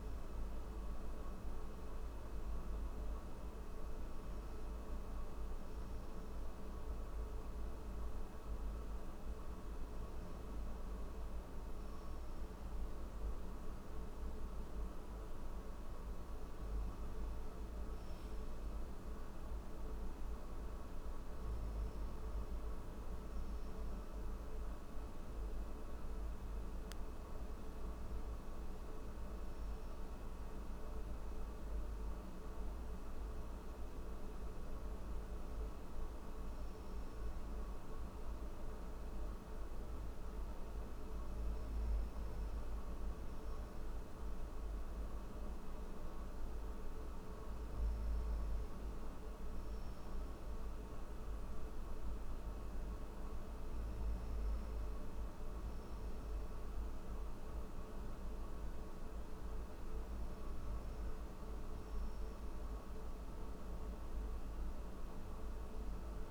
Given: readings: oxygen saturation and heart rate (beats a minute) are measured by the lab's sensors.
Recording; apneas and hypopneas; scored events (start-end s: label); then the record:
breathing in sleep, hard to hear, by a room microphone; none
34.50-66.31 s: new sleep stage, N1 (lightest sleep)
From the record:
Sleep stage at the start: N3 (deep sleep); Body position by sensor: on the back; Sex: male